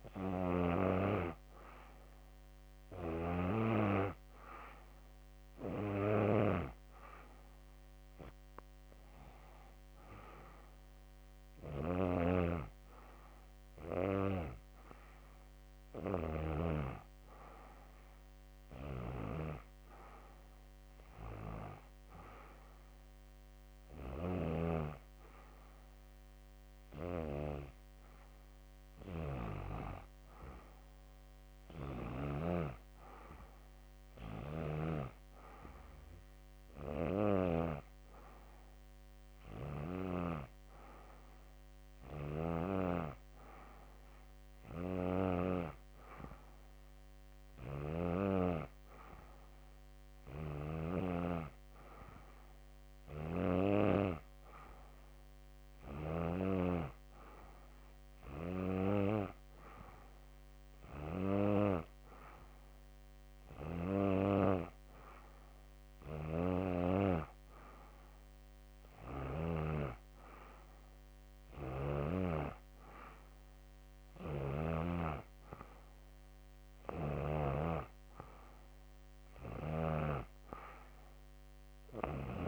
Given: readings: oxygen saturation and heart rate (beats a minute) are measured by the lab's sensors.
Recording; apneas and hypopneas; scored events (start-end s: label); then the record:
breathing in sleep by a microphone on the trachea; none
49.50-82.47 s: new sleep stage, N3 (deep sleep)
From the record:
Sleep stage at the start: N2 (light sleep); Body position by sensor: on the back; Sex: female